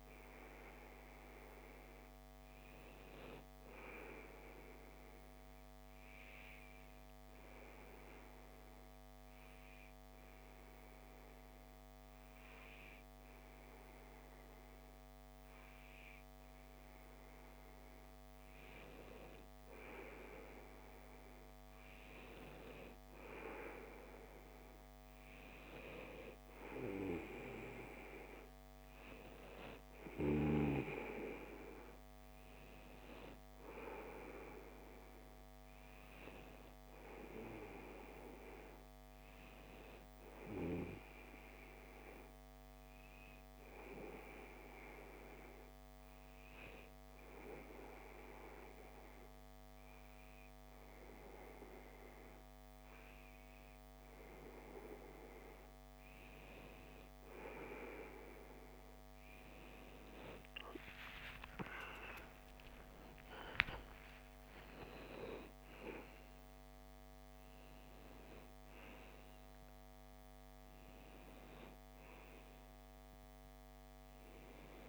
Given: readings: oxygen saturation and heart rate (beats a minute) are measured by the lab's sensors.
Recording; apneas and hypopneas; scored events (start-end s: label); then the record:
breathing in sleep by a microphone on the trachea; 2
5.00-17.00 s: obstructive apnea (oxygen 97% before, 94% lowest)
18.50-23.00 s: arousal
42.00-54.50 s: hypopnea (oxygen 95% before, 94% lowest)
60.00-64.50 s: arousal
From the record:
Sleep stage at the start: N2 (light sleep); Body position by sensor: on the back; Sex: male